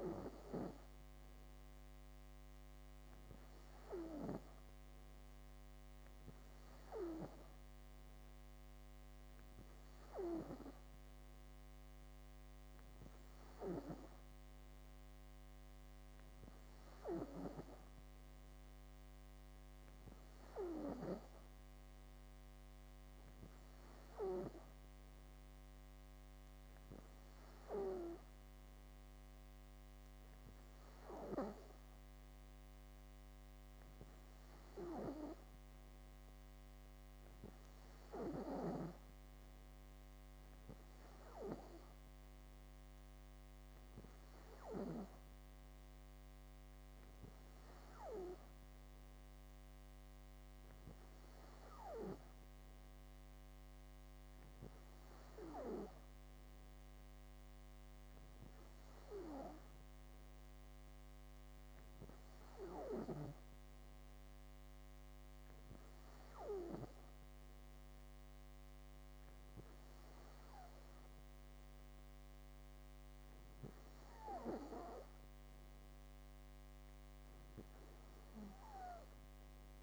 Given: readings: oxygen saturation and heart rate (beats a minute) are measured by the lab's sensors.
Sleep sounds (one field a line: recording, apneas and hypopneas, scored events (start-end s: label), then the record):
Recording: breathing in sleep by a microphone on the trachea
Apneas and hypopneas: none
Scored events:
none scored
From the record:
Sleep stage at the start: N2 (light sleep)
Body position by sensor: on the back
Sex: female